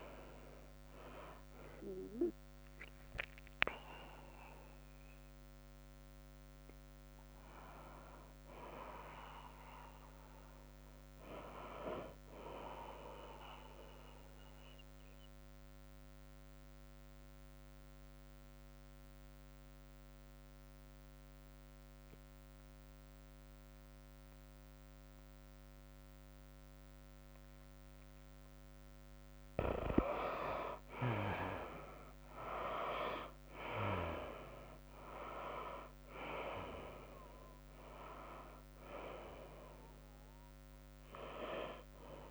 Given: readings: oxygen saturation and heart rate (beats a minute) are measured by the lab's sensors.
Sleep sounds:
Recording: breathing in sleep by a microphone on the trachea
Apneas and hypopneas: 1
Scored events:
0.00-13.00 s: drop in pulse transit time (device-marked, heart rate 91 extreme)
0.00-13.00 s: oxygen desaturation (device-marked, oxygen 77% lowest, heart rate 81 extreme)
0.00-14.00 s: tachycardia (device-marked, heart rate 106 extreme)
16.00-29.00 s: obstructive apnea (oxygen 98% before, 74% lowest, heart rate 102 before, 97 extreme, up 5 after)
31.00-42.31 s: oxygen desaturation (device-marked, oxygen 95% before, 79% lowest, heart rate 100 before, 88 extreme)
32.00-35.50 s: arousal
32.00-42.31 s: tachycardia (device-marked, heart rate 110 before, 106 extreme)
35.00-42.31 s: drop in pulse transit time (device-marked, heart rate 99 before, 101 extreme)
From the record:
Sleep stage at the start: N2 (light sleep)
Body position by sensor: on the right side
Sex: female

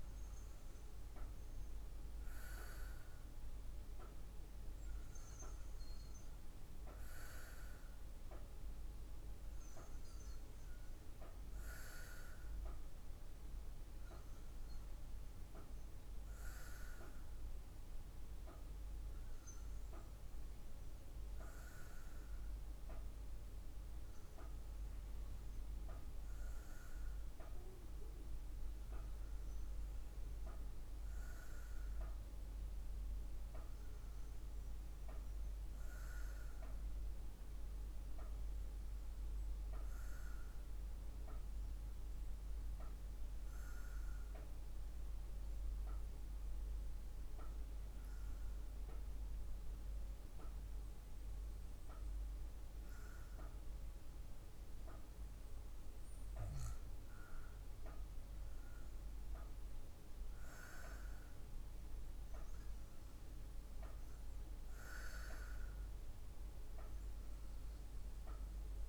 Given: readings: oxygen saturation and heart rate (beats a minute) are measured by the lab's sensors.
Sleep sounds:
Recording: breathing in sleep by a room microphone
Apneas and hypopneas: 1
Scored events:
0.00-9.50 s: oxygen desaturation (device-marked, oxygen 91% lowest, heart rate 51 extreme)
37.50-54.00 s: hypopnea (oxygen 97% before, 95% lowest, heart rate 53 before, 50 extreme, up 4 after)
57.50-62.00 s: arousal
From the record:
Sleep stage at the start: N2 (light sleep)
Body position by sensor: on the back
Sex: female

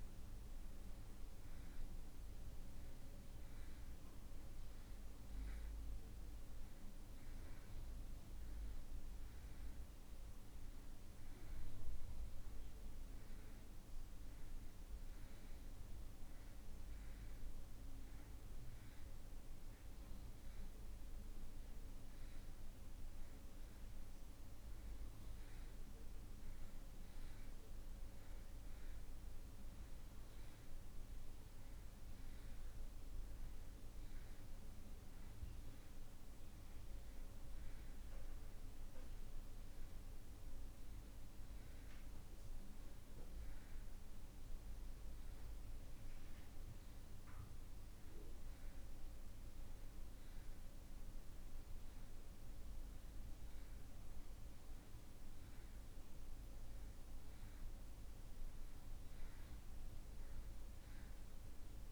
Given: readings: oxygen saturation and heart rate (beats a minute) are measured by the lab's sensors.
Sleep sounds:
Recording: breathing in sleep, hard to hear, by a room microphone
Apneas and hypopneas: none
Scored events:
none scored
From the record:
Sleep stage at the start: N2 (light sleep)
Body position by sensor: on the back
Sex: male

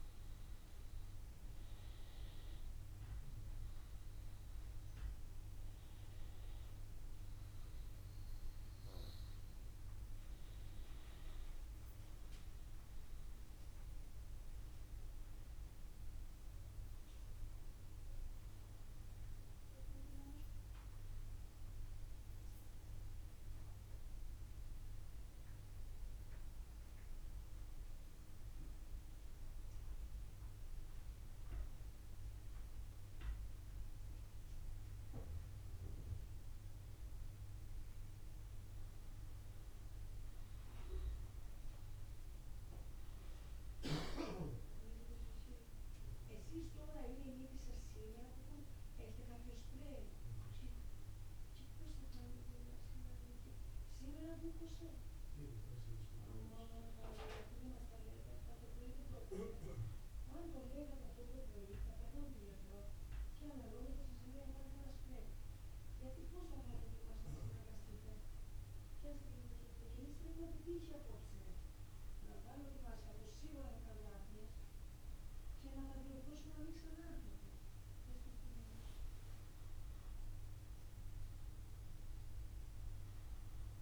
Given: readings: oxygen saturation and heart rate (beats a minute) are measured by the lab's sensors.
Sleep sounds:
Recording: a person awake in a sleep study, by a room microphone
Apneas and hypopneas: none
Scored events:
45.50-83.82 s: new sleep stage, N1 (lightest sleep)
From the record:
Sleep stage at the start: awake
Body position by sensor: on the back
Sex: male

